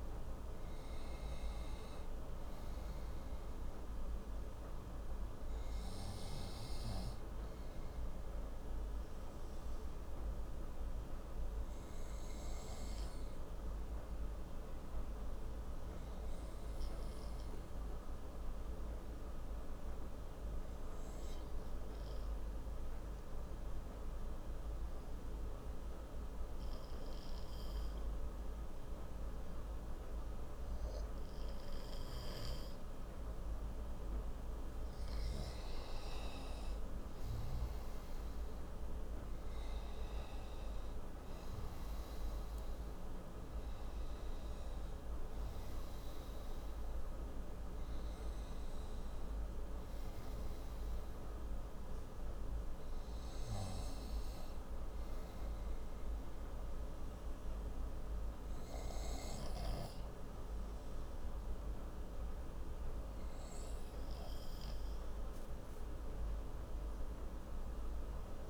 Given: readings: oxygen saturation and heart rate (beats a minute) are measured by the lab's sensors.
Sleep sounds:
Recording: breathing in sleep, hard to hear, by a room microphone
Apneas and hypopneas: 1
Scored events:
0.00-11.50 s: oxygen desaturation (device-marked, oxygen 88% lowest)
9.00-34.50 s: obstructive apnea (oxygen 96% before, 89% lowest)
35.50-61.50 s: oxygen desaturation (device-marked, oxygen 96% before, 89% lowest)
37.50-42.00 s: arousal
From the record:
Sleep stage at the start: N2 (light sleep)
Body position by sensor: on the right side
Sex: male

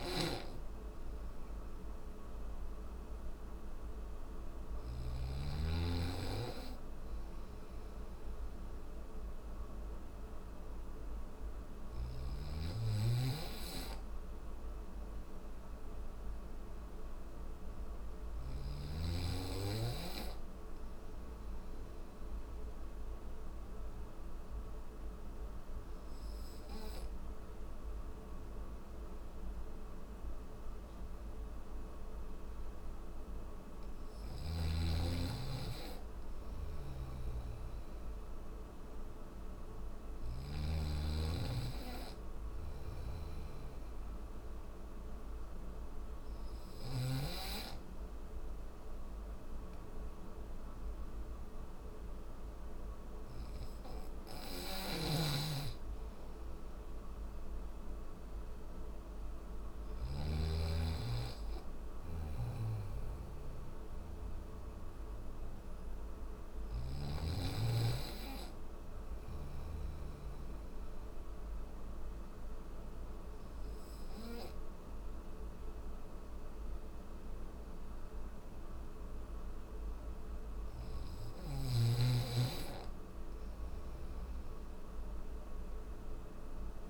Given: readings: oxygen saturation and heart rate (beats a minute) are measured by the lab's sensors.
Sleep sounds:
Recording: breathing in sleep by a room microphone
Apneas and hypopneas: none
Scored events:
0.00-4.00 s: snoring (device-marked)
35.50-39.50 s: snoring (device-marked)
41.50-46.00 s: snoring (device-marked)
53.00-59.00 s: snoring (device-marked)
61.00-66.00 s: snoring (device-marked)
From the record:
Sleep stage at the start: N3 (deep sleep)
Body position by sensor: on the back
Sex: male

